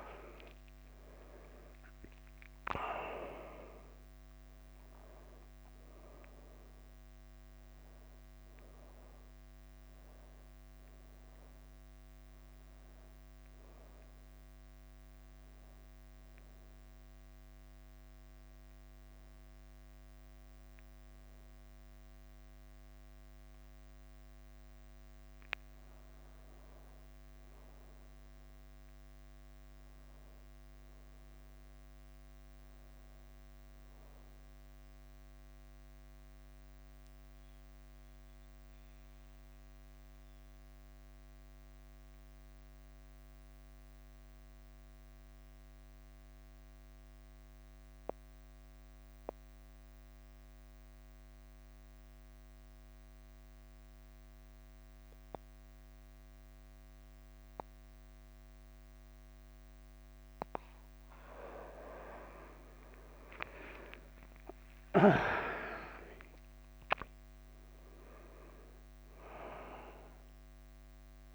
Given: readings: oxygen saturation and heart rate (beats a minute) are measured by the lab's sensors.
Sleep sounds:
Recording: breathing in sleep by a microphone on the trachea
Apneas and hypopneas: 2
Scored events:
0.00-1.50 s: arousal
0.00-66.50 s: bradycardia (device-marked, heart rate 48 extreme)
15.50-26.50 s: hypopnea (oxygen 99% before, 92% lowest, heart rate 54 before, 48 extreme, up 0 after)
28.50-33.00 s: arousal
36.00-59.50 s: mixed apnea (oxygen 100% before, 91% lowest, heart rate 53 before, 48 extreme, up 9 after)
54.50-71.35 s: oxygen desaturation (device-marked, oxygen 100% before, 92% lowest, heart rate 49 before, 49 extreme)
62.00-66.50 s: arousal
67.50-71.35 s: new sleep stage, N1 (lightest sleep)
68.50-71.35 s: bradycardia (device-marked, heart rate 52 before, 50 extreme)
From the record:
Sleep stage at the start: N2 (light sleep)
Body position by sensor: on the back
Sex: male

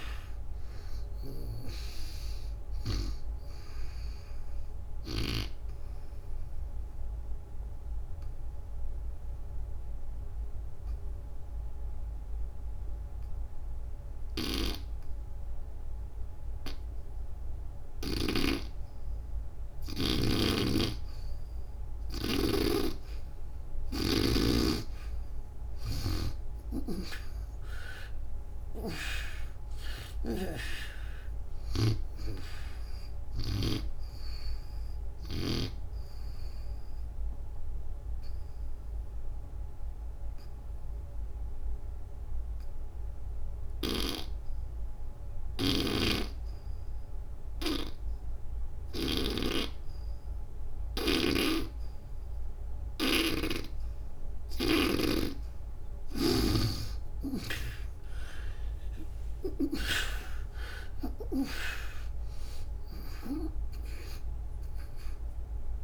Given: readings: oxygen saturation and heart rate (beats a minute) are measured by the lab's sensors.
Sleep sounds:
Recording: breathing in sleep by a room microphone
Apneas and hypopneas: 2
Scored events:
0.00-14.50 s: oxygen desaturation (device-marked, oxygen 79% lowest, heart rate 62 extreme)
5.00-20.00 s: obstructive apnea (oxygen 97% before, 75% lowest, heart rate 80 before, 62 extreme, up 13 after)
22.00-26.00 s: snoring (device-marked)
24.00-28.50 s: arousal
25.50-46.50 s: oxygen desaturation (device-marked, oxygen 98% before, 81% lowest, heart rate 68 before, 64 extreme)
36.00-54.50 s: obstructive apnea (oxygen 98% before, 75% lowest, heart rate 74 before, 64 extreme, up 46 after)
52.50-56.00 s: snoring (device-marked)
57.50-62.50 s: arousal
58.50-65.84 s: oxygen desaturation (device-marked, oxygen 95% before, 75% lowest, heart rate 72 before, 67 extreme)
From the record:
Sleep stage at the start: N2 (light sleep)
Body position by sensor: on the back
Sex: female

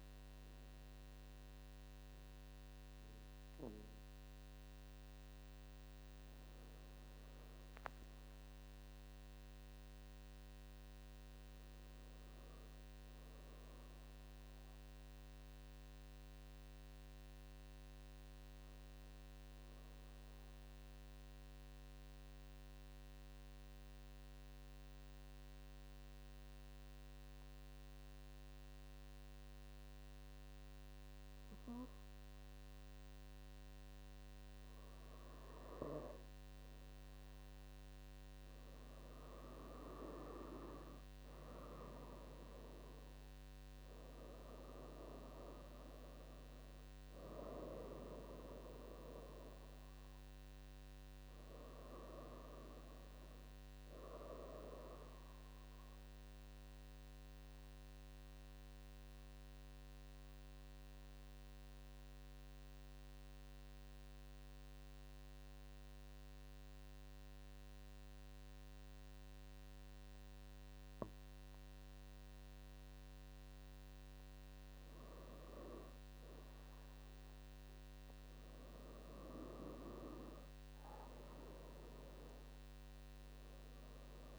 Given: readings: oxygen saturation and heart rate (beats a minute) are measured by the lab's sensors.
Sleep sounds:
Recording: breathing in sleep by a microphone on the trachea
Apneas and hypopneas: 2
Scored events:
0.00-15.50 s: oxygen desaturation (device-marked, oxygen 94% lowest, heart rate 70 extreme)
20.50-36.50 s: mixed apnea (oxygen 99% before, 92% lowest, heart rate 72 before, 70 extreme, up 7 after)
20.50-84.39 s: new sleep stage, N2 (light sleep)
36.50-66.50 s: oxygen desaturation (device-marked, oxygen 97% before, 92% lowest, heart rate 71 before, 71 extreme)
39.50-43.50 s: arousal
56.00-74.00 s: mixed apnea (oxygen 98% before, 92% lowest, heart rate 74 before, 69 extreme, up 3 after)
77.50-83.00 s: arousal
From the record:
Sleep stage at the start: N1 (lightest sleep)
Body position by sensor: on the back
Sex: female

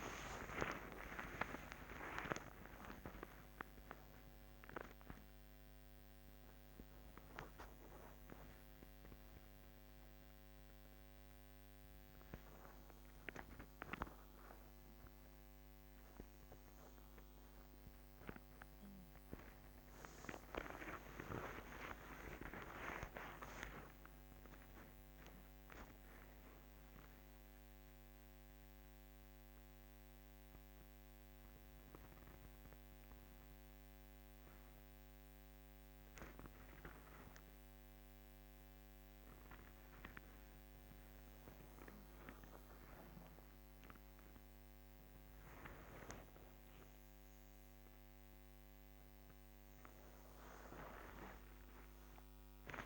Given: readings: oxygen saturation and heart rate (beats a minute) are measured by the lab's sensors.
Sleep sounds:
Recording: a person awake in a sleep study, by a microphone on the trachea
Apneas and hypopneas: none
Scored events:
none scored
From the record:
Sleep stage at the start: awake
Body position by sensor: on the back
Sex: female

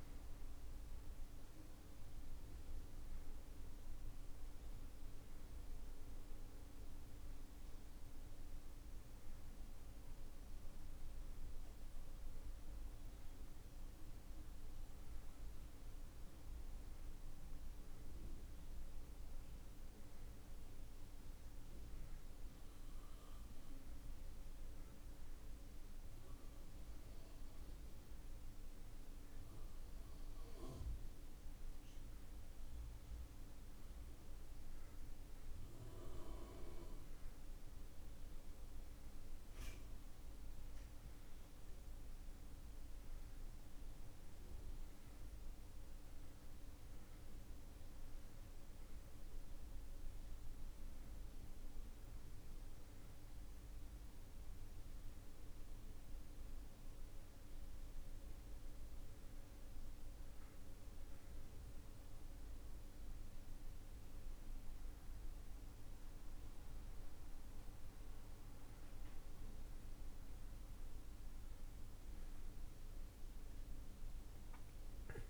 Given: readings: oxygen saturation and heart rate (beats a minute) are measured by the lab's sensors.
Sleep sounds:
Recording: breathing in sleep, hard to hear, by a room microphone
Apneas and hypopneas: none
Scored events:
none scored
From the record:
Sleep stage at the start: N2 (light sleep)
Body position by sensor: on the back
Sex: male

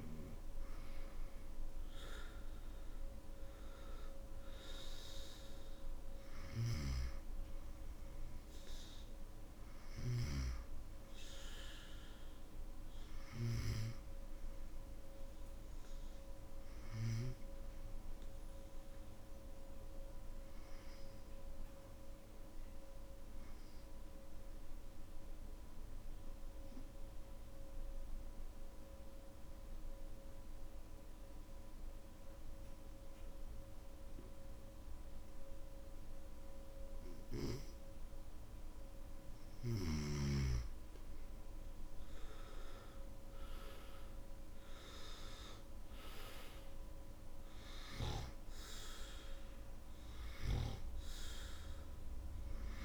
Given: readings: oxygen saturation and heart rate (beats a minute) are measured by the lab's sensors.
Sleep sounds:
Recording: breathing in sleep by a room microphone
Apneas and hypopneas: 1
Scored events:
0.00-4.50 s: oxygen desaturation (device-marked, oxygen 93% lowest, heart rate 53 extreme)
24.00-39.00 s: obstructive apnea (oxygen 97% before, 92% lowest, heart rate 58 before, 54 extreme, up 12 after)
41.50-52.85 s: oxygen desaturation (device-marked, oxygen 97% before, 92% lowest, heart rate 56 before, 52 extreme)
From the record:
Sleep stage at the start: N1 (lightest sleep)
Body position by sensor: on the back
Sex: male

